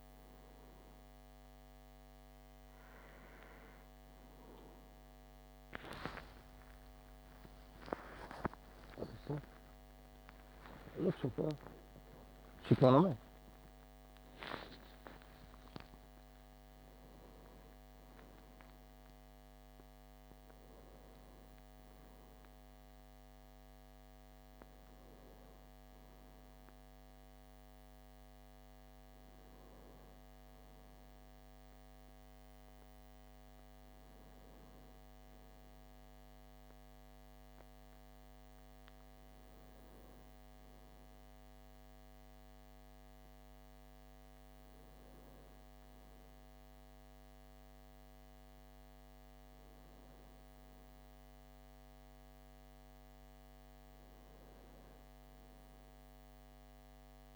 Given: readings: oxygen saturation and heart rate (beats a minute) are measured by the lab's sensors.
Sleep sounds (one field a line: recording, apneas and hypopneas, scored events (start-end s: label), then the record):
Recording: breathing in sleep by a microphone on the trachea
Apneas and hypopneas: none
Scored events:
5.50-12.50 s: arousal
From the record:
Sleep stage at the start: REM sleep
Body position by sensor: on the back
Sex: male